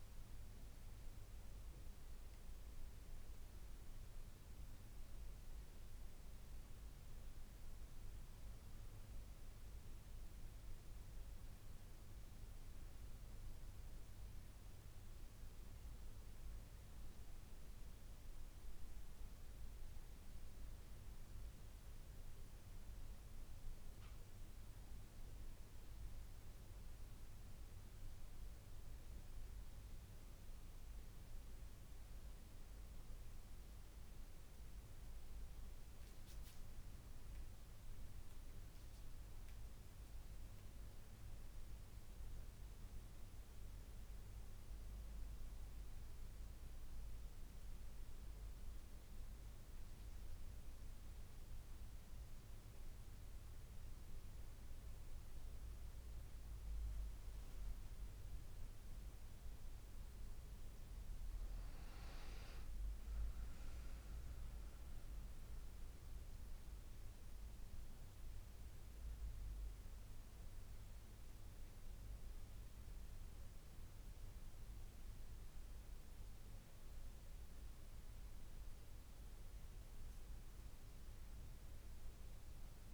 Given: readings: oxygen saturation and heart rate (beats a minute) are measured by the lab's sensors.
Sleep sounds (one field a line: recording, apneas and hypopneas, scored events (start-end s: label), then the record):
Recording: breathing in sleep, hard to hear, by a room microphone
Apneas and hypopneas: none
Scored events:
51.50-82.94 s: new sleep stage, N2 (light sleep)
From the record:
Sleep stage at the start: N1 (lightest sleep)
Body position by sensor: on the back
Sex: female